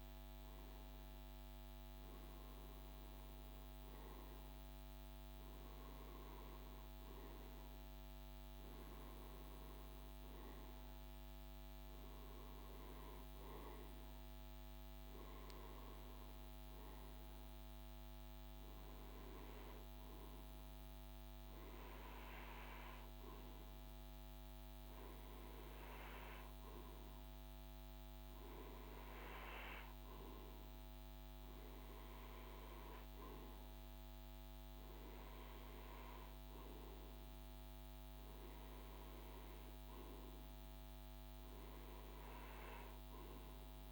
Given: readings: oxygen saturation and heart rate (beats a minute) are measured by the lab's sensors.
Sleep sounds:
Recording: breathing in sleep, hard to hear, by a microphone on the trachea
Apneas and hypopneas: none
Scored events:
7.50-22.50 s: oxygen desaturation (device-marked, oxygen 94% before, 91% lowest, heart rate 57 before, 55 extreme)
From the record:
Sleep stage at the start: REM sleep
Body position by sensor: on the right side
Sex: male

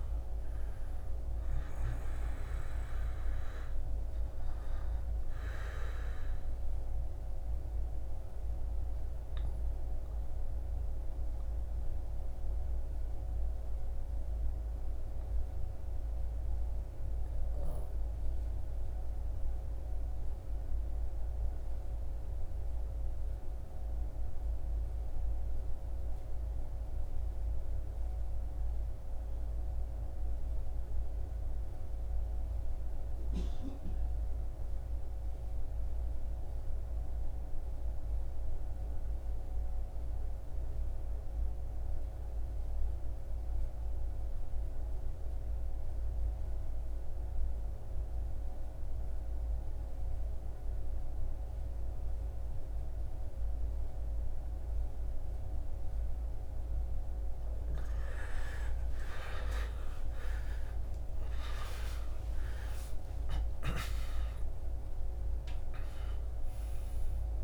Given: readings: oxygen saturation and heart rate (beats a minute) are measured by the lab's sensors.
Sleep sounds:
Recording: breathing in sleep by a room microphone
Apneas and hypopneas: 1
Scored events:
4.50-27.50 s: oxygen desaturation (device-marked, oxygen 97% before, 78% lowest, heart rate 82 before, 68 extreme)
7.00-56.00 s: obstructive apnea (oxygen 99% before, 74% lowest, heart rate 83 before, 68 extreme, up 34 after)
43.50-67.44 s: oxygen desaturation (device-marked, oxygen 98% before, 74% lowest, heart rate 73 before, 70 extreme)
58.00-63.50 s: arousal
From the record:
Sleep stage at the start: N2 (light sleep)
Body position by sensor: on the back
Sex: male

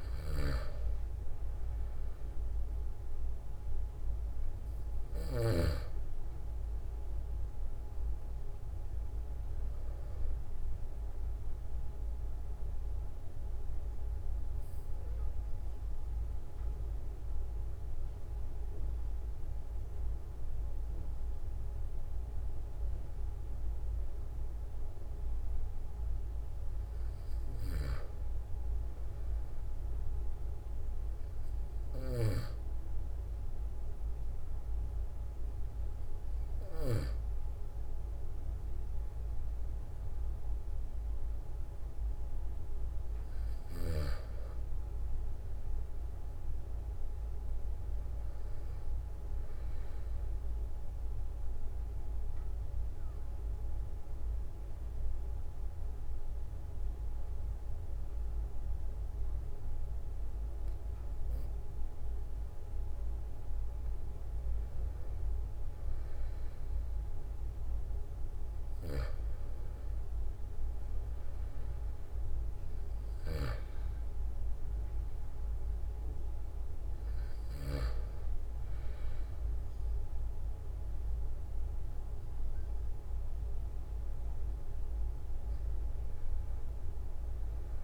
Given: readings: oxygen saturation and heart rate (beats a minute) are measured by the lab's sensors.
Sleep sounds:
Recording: breathing in sleep, hard to hear, by a room microphone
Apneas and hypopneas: 2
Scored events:
0.00-22.50 s: oxygen desaturation (device-marked, oxygen 91% lowest, heart rate 43 extreme)
0.50-6.00 s: snoring (device-marked)
11.50-22.00 s: mixed apnea (oxygen 97% before, 91% lowest, heart rate 45 before, 43 extreme, up 2 after)
24.50-29.50 s: arousal
51.50-64.50 s: obstructive apnea (oxygen 97% before, 93% lowest, heart rate 46 before, 44 extreme, up 2 after)
67.50-71.00 s: arousal
From the record:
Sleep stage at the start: N2 (light sleep)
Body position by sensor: on the back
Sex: male

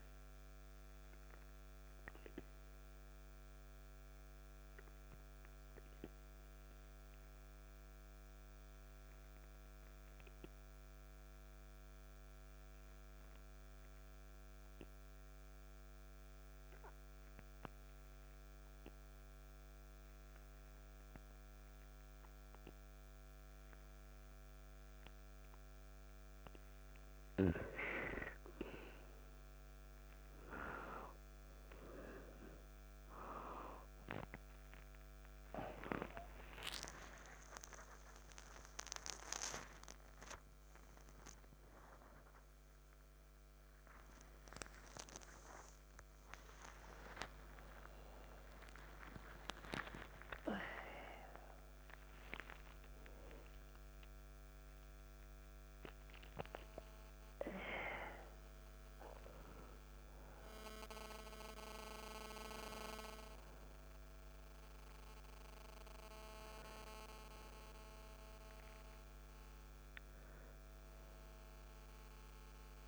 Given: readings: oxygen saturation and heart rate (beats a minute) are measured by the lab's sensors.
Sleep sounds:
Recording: a person awake in a sleep study, by a microphone on the trachea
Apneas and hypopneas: 1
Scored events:
3.00-25.00 s: obstructive apnea (oxygen 98% before, 91% lowest, heart rate 55 before, 50 extreme, up 1 after)
17.00-26.00 s: oxygen desaturation (device-marked, oxygen 96% before, 91% lowest, heart rate 55 before, 50 extreme)
34.00-72.88 s: new sleep stage, awake
44.50-46.50 s: long interval between heartbeats (device-marked, heart rate 54 before, 69 extreme)
From the record:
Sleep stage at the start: N2 (light sleep)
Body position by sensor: on the back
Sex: male

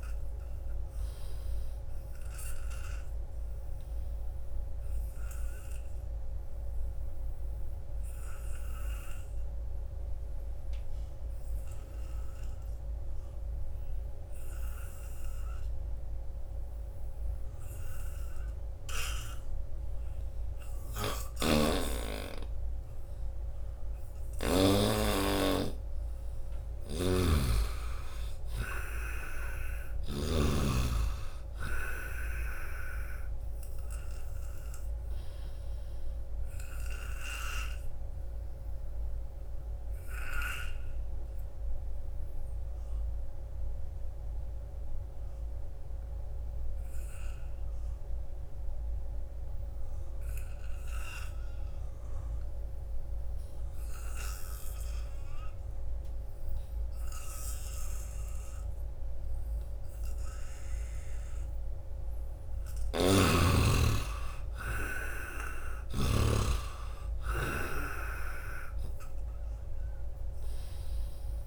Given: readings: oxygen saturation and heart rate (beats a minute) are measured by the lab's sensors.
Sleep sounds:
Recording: breathing in sleep by a room microphone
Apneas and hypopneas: 2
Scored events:
0.00-18.00 s: oxygen desaturation (device-marked, oxygen 78% lowest, heart rate 76 extreme)
1.50-23.00 s: obstructive apnea (oxygen 97% before, 78% lowest, heart rate 78 before, 81 extreme, up 1 after)
20.00-48.00 s: oxygen desaturation (device-marked, oxygen 96% before, 82% lowest, heart rate 85 before, 66 extreme)
21.00-24.50 s: snoring (device-marked)
25.00-28.00 s: arousal
26.50-30.50 s: snoring (device-marked)
36.00-60.50 s: obstructive apnea (oxygen 96% before, 80% lowest, heart rate 83 before, 66 extreme, up 9 after)
58.00-67.00 s: oxygen desaturation (device-marked, oxygen 97% before, 89% lowest, heart rate 82 before, 70 extreme)
63.50-66.50 s: arousal
69.00-71.47 s: oxygen desaturation (device-marked, oxygen 92% before, 80% lowest, heart rate 74 before, 67 extreme)
From the record:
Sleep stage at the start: N2 (light sleep)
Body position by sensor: on the back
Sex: male

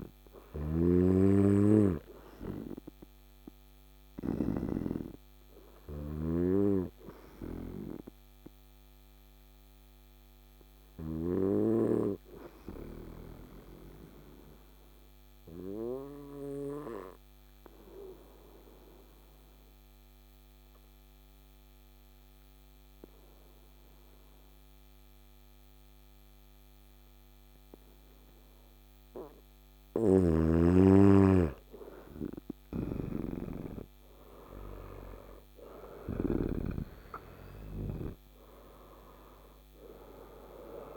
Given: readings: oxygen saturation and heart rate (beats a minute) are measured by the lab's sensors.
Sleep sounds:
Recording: breathing in sleep by a microphone on the trachea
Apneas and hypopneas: 1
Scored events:
0.00-6.00 s: snoring (device-marked)
5.00-28.50 s: obstructive apnea (oxygen 100% before, 94% lowest, heart rate 62 before, 53 extreme, up 10 after)
32.50-37.00 s: arousal
34.00-40.97 s: oxygen desaturation (device-marked, oxygen 98% before, 94% lowest, heart rate 55 before, 54 extreme)
From the record:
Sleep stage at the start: N2 (light sleep)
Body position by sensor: on the right side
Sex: male

